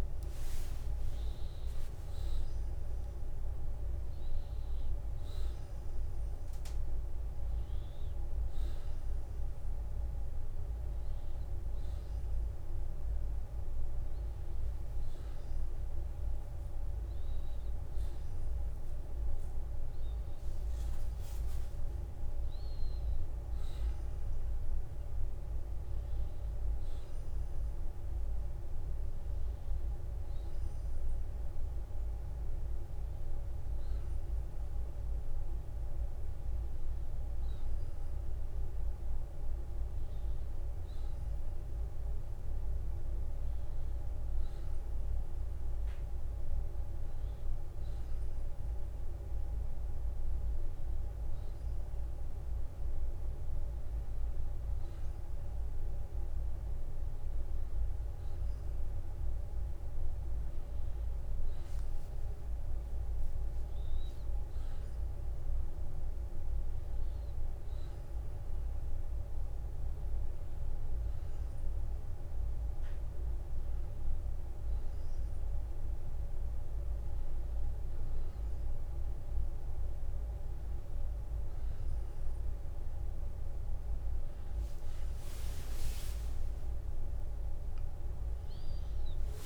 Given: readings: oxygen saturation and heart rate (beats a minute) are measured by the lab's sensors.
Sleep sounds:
breathing in sleep, hard to hear, by a room microphone; none
8.00-89.45 s: new sleep stage, N1 (lightest sleep)
18.00-21.00 s: arousal
20.50-22.50 s: long interval between heartbeats (device-marked, heart rate 62 before, 68 extreme)
63.00-66.50 s: arousal
From the record:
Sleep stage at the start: N2 (light sleep); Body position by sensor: on the back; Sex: male

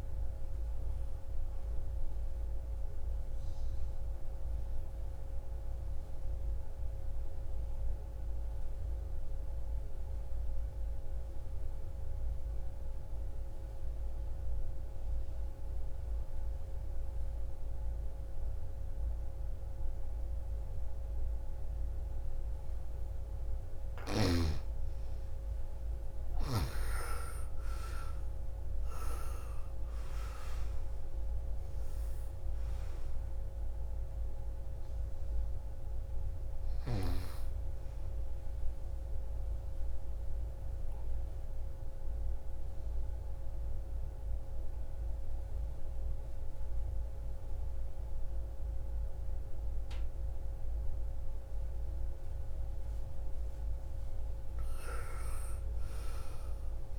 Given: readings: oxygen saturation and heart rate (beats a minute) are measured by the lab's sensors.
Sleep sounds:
breathing in sleep, hard to hear, by a room microphone; 2
4.00-18.00 s: oxygen desaturation (device-marked, oxygen 98% before, 92% lowest, heart rate 66 before, 50 extreme)
7.00-23.00 s: obstructive apnea (oxygen 98% before, 87% lowest, heart rate 66 before, 50 extreme, up 4 after)
25.00-28.00 s: arousal
25.00-44.00 s: oxygen desaturation (device-marked, oxygen 99% before, 87% lowest, heart rate 56 before, 55 extreme)
41.00-52.50 s: obstructive apnea (oxygen 99% before, 86% lowest, heart rate 63 before, 55 extreme, up 14 after)
55.00-56.99 s: arousal
From the record:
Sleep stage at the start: N2 (light sleep); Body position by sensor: on the right side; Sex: female

